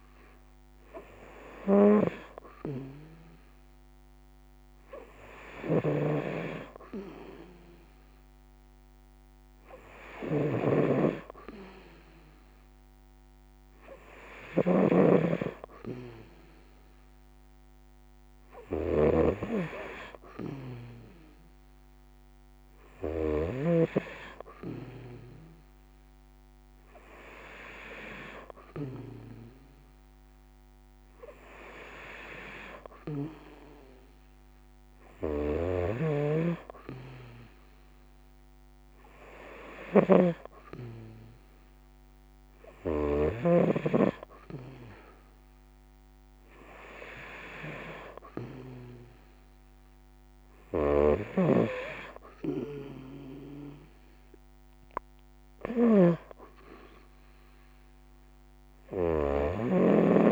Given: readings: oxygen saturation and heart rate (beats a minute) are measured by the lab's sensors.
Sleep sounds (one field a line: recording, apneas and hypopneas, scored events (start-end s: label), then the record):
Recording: breathing in sleep by a microphone on the trachea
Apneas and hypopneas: none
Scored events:
0.00-32.50 s: snoring (device-marked)
9.00-60.32 s: new sleep stage, N2 (light sleep)
34.50-42.50 s: snoring (device-marked)
50.00-60.32 s: snoring (device-marked)
From the record:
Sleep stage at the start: N3 (deep sleep)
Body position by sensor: on the right side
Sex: female